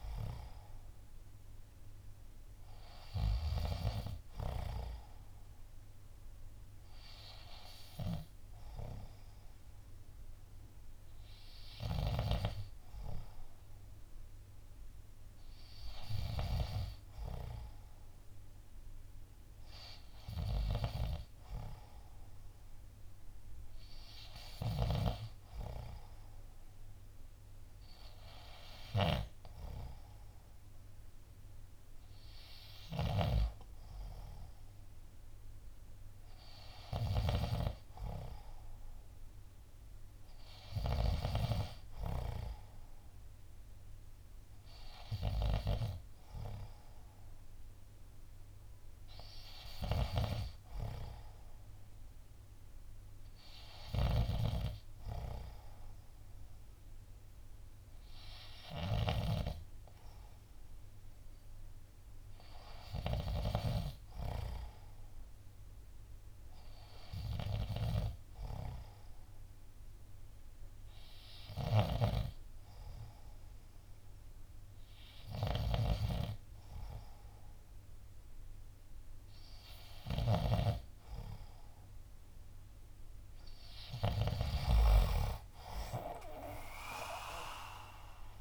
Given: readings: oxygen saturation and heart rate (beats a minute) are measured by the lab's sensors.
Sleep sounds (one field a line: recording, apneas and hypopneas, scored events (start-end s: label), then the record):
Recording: breathing in sleep by a room microphone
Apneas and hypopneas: none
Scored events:
30.00-42.00 s: oxygen desaturation (device-marked, oxygen 92% before, 89% lowest, heart rate 70 before, 66 extreme)
33.00-41.50 s: snoring (device-marked)
50.00-63.50 s: snoring (device-marked)
65.00-88.41 s: new sleep stage, N2 (light sleep)
72.00-84.50 s: snoring (device-marked)
84.00-88.00 s: arousal
85.00-88.41 s: drop in pulse transit time (device-marked, heart rate 69 before, 64 extreme)
From the record:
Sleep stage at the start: N3 (deep sleep)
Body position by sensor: on the left side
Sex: male